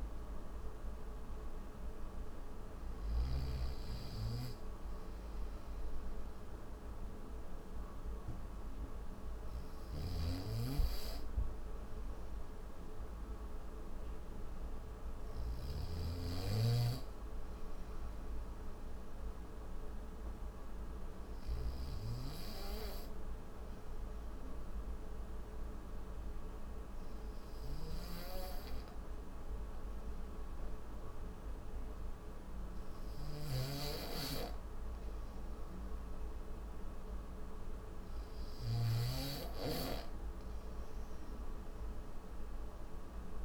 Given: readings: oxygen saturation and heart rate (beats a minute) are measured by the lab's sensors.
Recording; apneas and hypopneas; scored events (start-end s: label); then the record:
breathing in sleep by a room microphone; 1
9.50-21.50 s: snoring (device-marked)
18.00-37.00 s: hypopnea (oxygen 98% before, 92% lowest, heart rate 71 before, 73 extreme, up 1 after)
27.50-43.45 s: snoring (device-marked)
37.50-43.45 s: oxygen desaturation (device-marked, oxygen 96% before, 92% lowest, heart rate 75 before, 73 extreme)
From the record:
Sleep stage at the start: N2 (light sleep); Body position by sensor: on the back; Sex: male